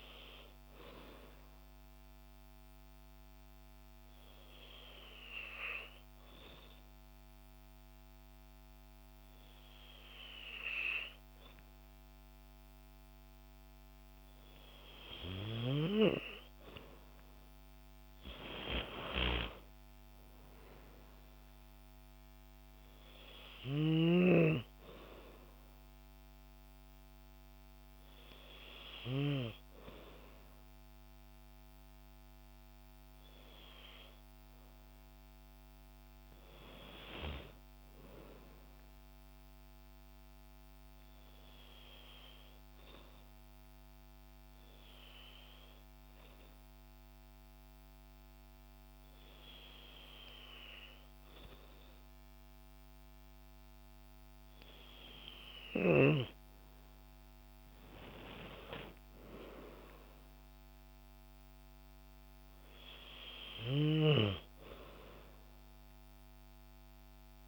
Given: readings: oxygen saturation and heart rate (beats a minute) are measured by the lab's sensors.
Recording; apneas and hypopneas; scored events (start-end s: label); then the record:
breathing in sleep by a microphone on the trachea; 2
3.50-14.50 s: hypopnea (oxygen 96% before, 92% lowest, heart rate 112 before, 55 extreme, up 56 after)
17.00-20.50 s: arousal
23.50-44.50 s: oxygen desaturation (device-marked, oxygen 95% before, 92% lowest, heart rate 81 before, 73 extreme)
40.50-53.50 s: hypopnea (oxygen 96% before, 92% lowest, heart rate 98 before, 77 extreme, up 20 after)
57.00-60.50 s: arousal
61.50-67.48 s: oxygen desaturation (device-marked, oxygen 96% before, 93% lowest, heart rate 117 before, 70 extreme)
From the record:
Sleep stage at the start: N2 (light sleep); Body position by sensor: on the back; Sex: female